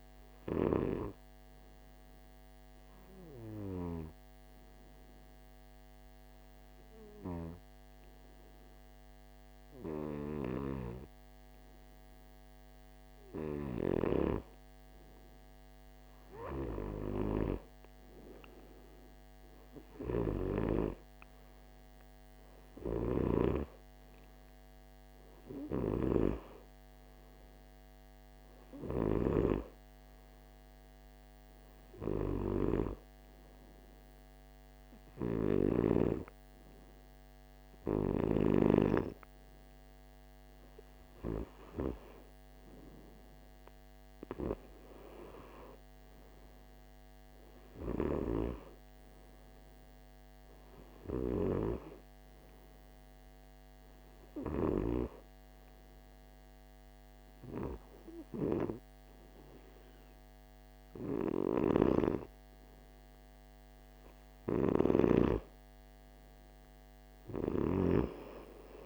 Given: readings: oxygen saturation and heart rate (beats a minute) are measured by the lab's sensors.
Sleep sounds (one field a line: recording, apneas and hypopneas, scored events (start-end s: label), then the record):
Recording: breathing in sleep by a microphone on the trachea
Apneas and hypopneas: 1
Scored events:
0.00-13.50 s: oxygen desaturation (device-marked, oxygen 90% lowest, heart rate 59 extreme)
1.00-14.00 s: hypopnea (oxygen 97% before, 90% lowest, heart rate 62 before, 59 extreme, up 8 after)
17.00-21.00 s: arousal
21.50-38.50 s: oxygen desaturation (device-marked, oxygen 95% before, 91% lowest, heart rate 62 before, 65 extreme)
From the record:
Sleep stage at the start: N2 (light sleep)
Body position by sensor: on the right side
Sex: male